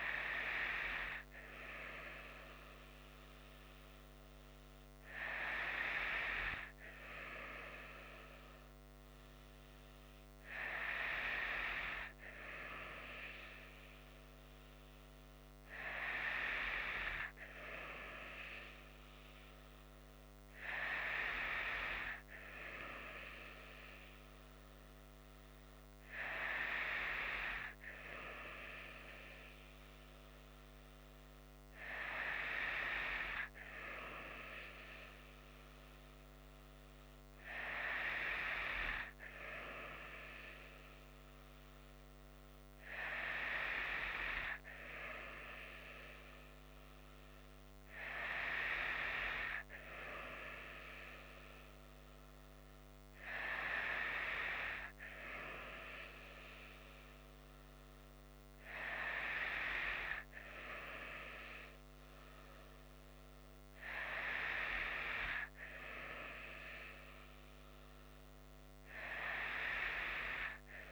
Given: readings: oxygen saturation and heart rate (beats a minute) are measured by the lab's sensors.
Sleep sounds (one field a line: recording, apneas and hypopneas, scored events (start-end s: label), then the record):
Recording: breathing in sleep by a microphone on the trachea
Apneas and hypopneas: none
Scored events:
none scored
From the record:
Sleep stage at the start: N2 (light sleep)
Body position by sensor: on the right side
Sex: female